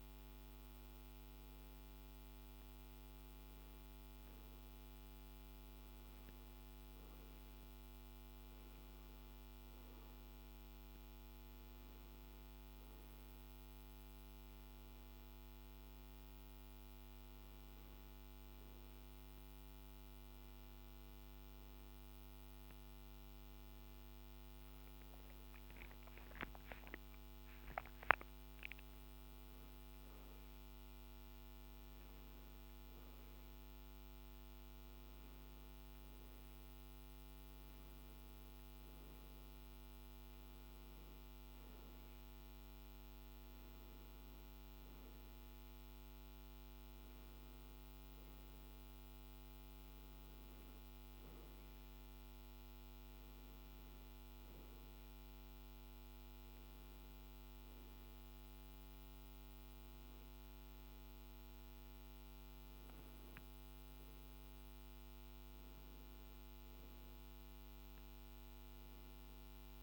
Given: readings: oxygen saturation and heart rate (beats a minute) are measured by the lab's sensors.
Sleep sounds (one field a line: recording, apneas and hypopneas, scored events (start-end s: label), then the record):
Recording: breathing in sleep, hard to hear, by a microphone on the trachea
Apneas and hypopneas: none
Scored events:
25.00-29.50 s: arousal
From the record:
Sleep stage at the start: N1 (lightest sleep)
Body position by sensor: on the back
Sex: male